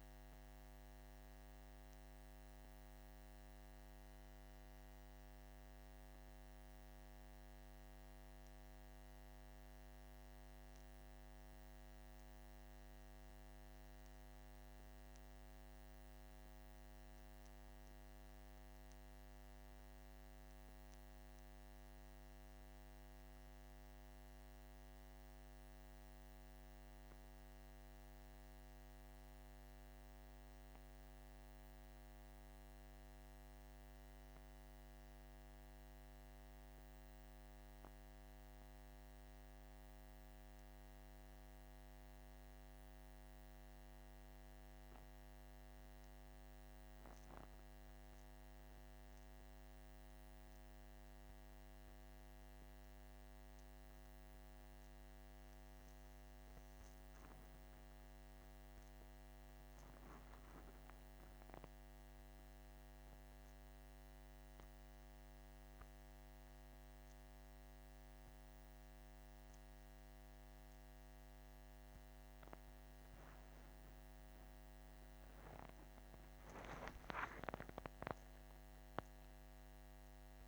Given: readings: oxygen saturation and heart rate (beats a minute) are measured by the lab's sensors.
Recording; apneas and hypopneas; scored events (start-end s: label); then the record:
breathing in sleep, hard to hear, by a microphone on the trachea; 1
24.00-42.00 s: hypopnea (oxygen 96% before, 94% lowest, heart rate 52 before, 49 extreme, up 7 after)
47.00-50.50 s: arousal
58.50-80.48 s: new sleep stage, N1 (lightest sleep)
72.50-76.50 s: arousal
From the record:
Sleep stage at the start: N2 (light sleep); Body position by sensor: on the back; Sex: male